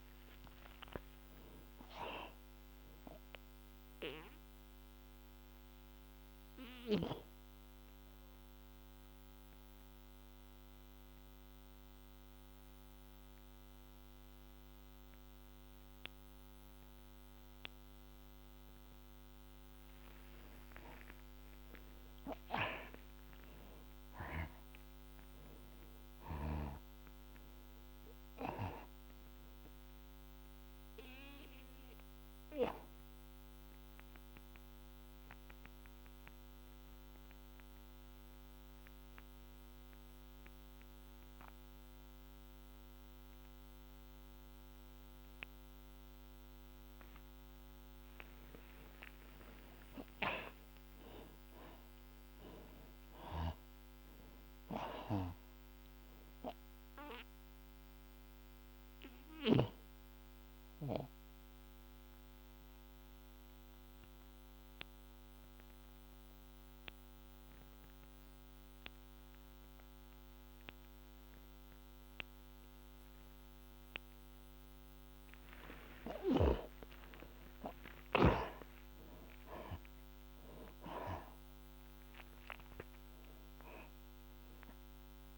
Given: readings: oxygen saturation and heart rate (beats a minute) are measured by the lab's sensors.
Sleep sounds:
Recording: breathing in sleep by a microphone on the trachea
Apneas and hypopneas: 3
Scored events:
0.00-16.00 s: oxygen desaturation (device-marked, oxygen 71% lowest, heart rate 55 extreme)
3.00-19.50 s: obstructive apnea (oxygen 91% before, 70% lowest, heart rate 96 before, 55 extreme, up 15 after)
20.50-26.00 s: arousal
29.00-44.00 s: oxygen desaturation (device-marked, oxygen 93% before, 73% lowest, heart rate 69 before, 55 extreme)
30.50-47.00 s: obstructive apnea (oxygen 93% before, 70% lowest, heart rate 68 before, 54 extreme, up 6 after)
49.00-72.00 s: oxygen desaturation (device-marked, oxygen 93% before, 70% lowest, heart rate 71 before, 54 extreme)
49.50-54.50 s: arousal
58.50-75.00 s: obstructive apnea (oxygen 93% before, 69% lowest, heart rate 68 before, 54 extreme, up 17 after)
76.50-80.50 s: arousal
From the record:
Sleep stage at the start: N2 (light sleep)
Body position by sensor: on the back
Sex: male

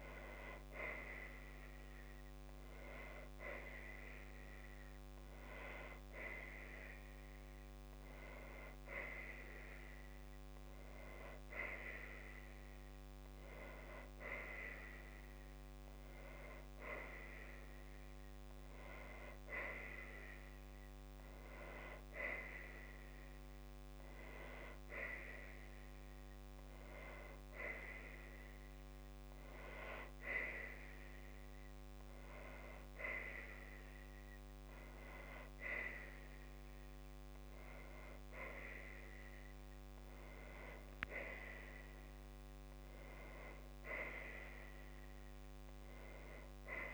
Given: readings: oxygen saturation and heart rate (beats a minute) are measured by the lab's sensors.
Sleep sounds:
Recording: a person awake in a sleep study, by a microphone on the trachea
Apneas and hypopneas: none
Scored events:
0.00-18.50 s: oxygen desaturation (device-marked, oxygen 93% lowest, heart rate 61 extreme)
31.50-46.94 s: new sleep stage, N2 (light sleep)
From the record:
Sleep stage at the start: awake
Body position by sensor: on the right side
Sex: female

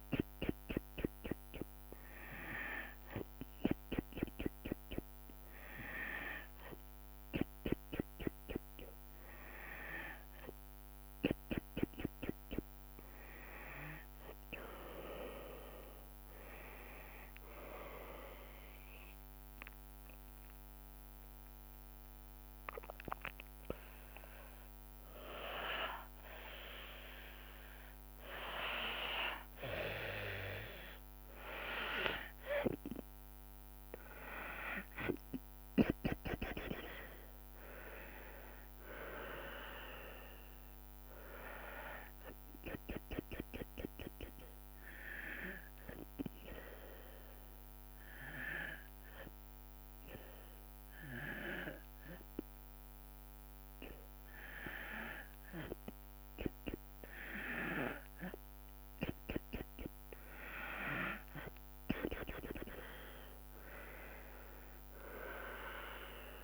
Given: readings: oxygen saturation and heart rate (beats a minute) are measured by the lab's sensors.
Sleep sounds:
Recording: breathing in sleep by a microphone on the trachea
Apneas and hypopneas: 2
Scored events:
16.50-28.50 s: hypopnea (oxygen 95% before, 93% lowest, heart rate 72 before, 65 extreme, up 0 after)
33.00-42.00 s: oxygen desaturation (device-marked, oxygen 96% before, 93% lowest, heart rate 75 before, 64 extreme)
36.50-40.50 s: arousal
44.00-55.00 s: hypopnea (oxygen 96% before, 93% lowest, heart rate 73 before, 64 extreme, up 8 after)
61.00-66.44 s: drop in pulse transit time (device-marked, heart rate 69 before, 71 extreme)
63.00-66.00 s: arousal
From the record:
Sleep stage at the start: N2 (light sleep)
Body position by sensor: on the back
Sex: female

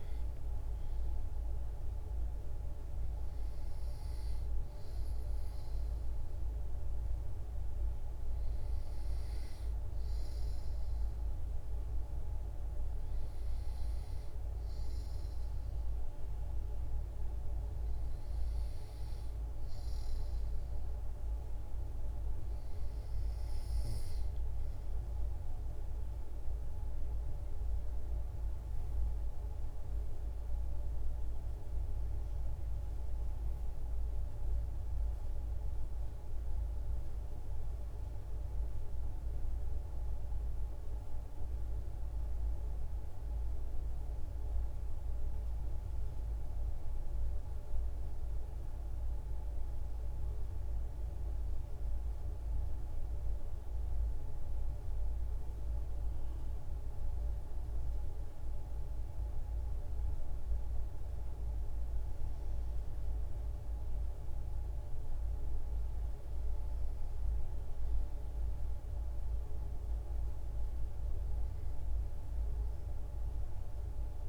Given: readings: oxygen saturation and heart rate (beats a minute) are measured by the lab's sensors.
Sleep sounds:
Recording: breathing in sleep, hard to hear, by a room microphone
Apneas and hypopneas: none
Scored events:
none scored
From the record:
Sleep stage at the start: N2 (light sleep)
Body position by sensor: on the back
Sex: female

